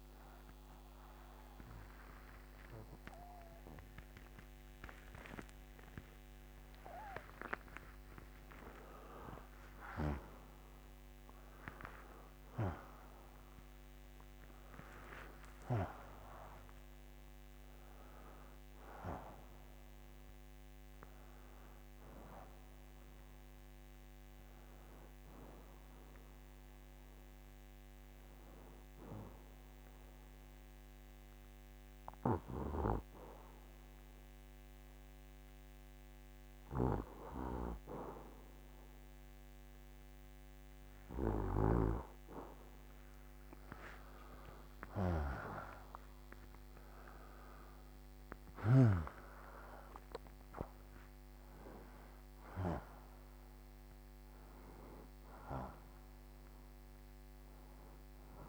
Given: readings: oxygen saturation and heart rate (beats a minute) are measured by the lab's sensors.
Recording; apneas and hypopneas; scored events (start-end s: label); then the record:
a person partly awake in a sleep study, by a microphone on the trachea; none
0.00-24.00 s: oxygen desaturation (device-marked, oxygen 87% lowest, heart rate 60 extreme)
9.00-39.00 s: new sleep stage, N1 (lightest sleep)
39.00-58.49 s: new sleep stage, N2 (light sleep)
42.50-49.00 s: arousal
From the record:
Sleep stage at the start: awake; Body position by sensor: on the right side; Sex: male